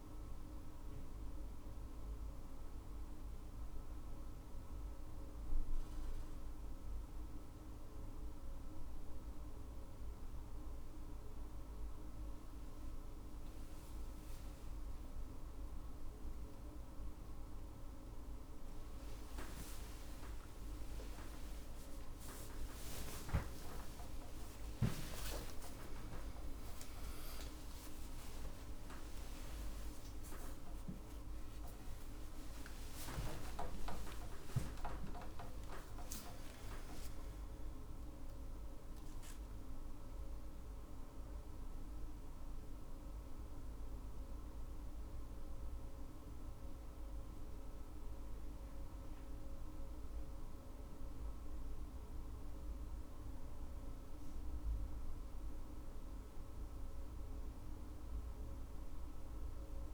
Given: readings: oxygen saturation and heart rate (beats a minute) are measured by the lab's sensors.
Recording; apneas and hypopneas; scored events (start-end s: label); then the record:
a person awake in a sleep study, by a room microphone; none
17.00-47.00 s: new sleep stage, awake
47.00-59.94 s: new sleep stage, N1 (lightest sleep)
From the record:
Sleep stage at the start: N2 (light sleep); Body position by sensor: on the right side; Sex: female